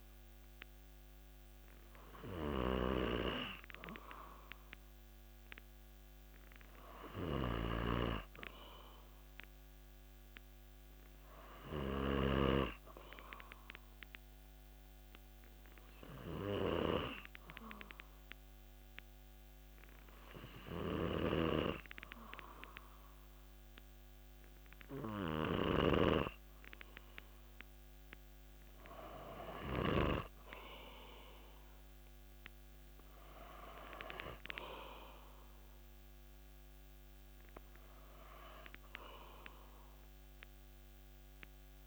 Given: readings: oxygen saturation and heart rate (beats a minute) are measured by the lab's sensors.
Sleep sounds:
breathing in sleep by a microphone on the trachea; 1
14.50-25.50 s: obstructive apnea (oxygen 95% before, 94% lowest)
21.00-26.00 s: snoring (device-marked)
27.50-31.50 s: arousal
From the record:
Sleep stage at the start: N2 (light sleep); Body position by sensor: on the back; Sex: male

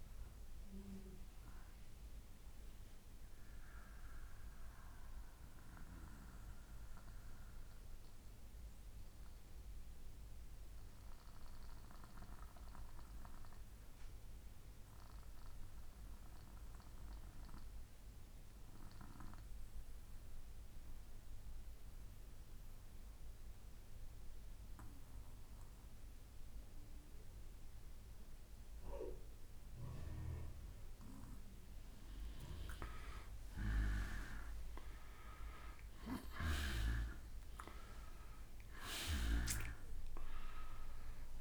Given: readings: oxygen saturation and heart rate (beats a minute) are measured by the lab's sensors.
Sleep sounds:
breathing in sleep by a room microphone; 1
0.00-5.00 s: oxygen desaturation (device-marked, oxygen 87% lowest, heart rate 60 extreme)
4.00-30.00 s: mixed apnea (oxygen 96% before, 86% lowest, heart rate 64 before, 60 extreme, up 1 after)
21.00-41.41 s: oxygen desaturation (device-marked, oxygen 96% before, 86% lowest, heart rate 61 before, 60 extreme)
37.50-41.41 s: arousal
From the record:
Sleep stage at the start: N2 (light sleep); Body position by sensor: on the back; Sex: male

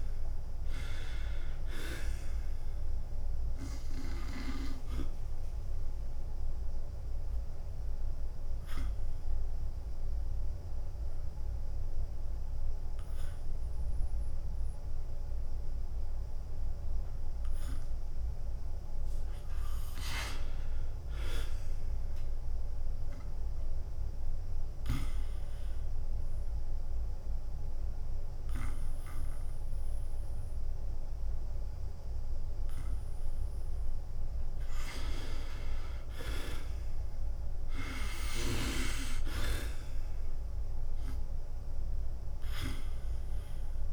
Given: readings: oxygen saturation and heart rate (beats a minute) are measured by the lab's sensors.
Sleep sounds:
breathing in sleep by a room microphone; 2
0.00-9.50 s: drop in pulse transit time (device-marked, heart rate 88 extreme)
0.00-26.50 s: oxygen desaturation (device-marked, oxygen 74% lowest, heart rate 84 extreme)
5.00-20.00 s: obstructive apnea (oxygen 98% before, 74% lowest, heart rate 90 before, 85 extreme, up 1 after)
21.50-24.00 s: arousal
26.00-36.00 s: obstructive apnea (oxygen 91% before, 85% lowest, heart rate 93 before, 84 extreme, up 7 after)
37.50-40.50 s: arousal
37.50-43.93 s: oxygen desaturation (device-marked, oxygen 97% before, 88% lowest, heart rate 89 before, 84 extreme)
From the record:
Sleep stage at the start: N2 (light sleep); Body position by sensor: on the back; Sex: male

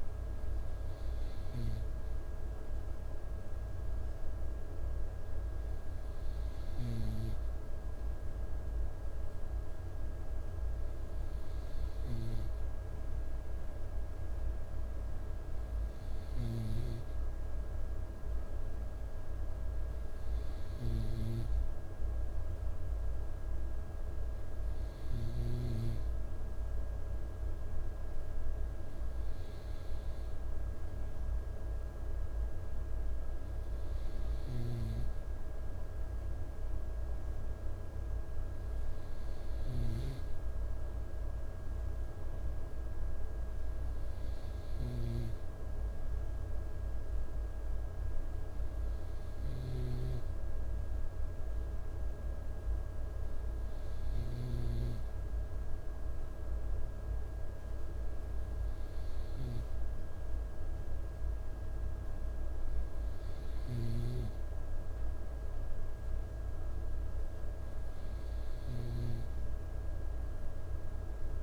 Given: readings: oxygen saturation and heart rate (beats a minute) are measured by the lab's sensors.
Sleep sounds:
breathing in sleep by a room microphone; none
none scored
From the record:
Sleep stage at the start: N2 (light sleep); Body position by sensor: on the right side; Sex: male

